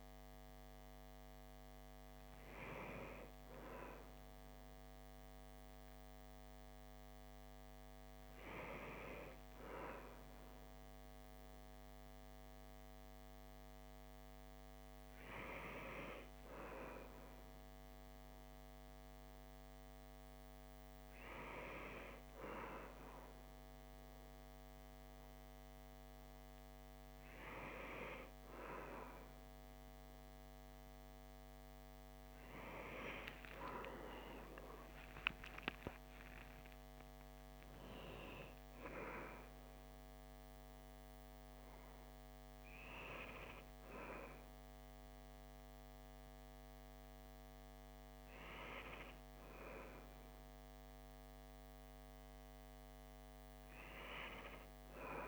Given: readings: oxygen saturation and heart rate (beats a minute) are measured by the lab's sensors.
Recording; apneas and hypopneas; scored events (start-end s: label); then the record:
breathing in sleep by a microphone on the trachea; none
none scored
From the record:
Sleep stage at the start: REM sleep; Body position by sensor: on the back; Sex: male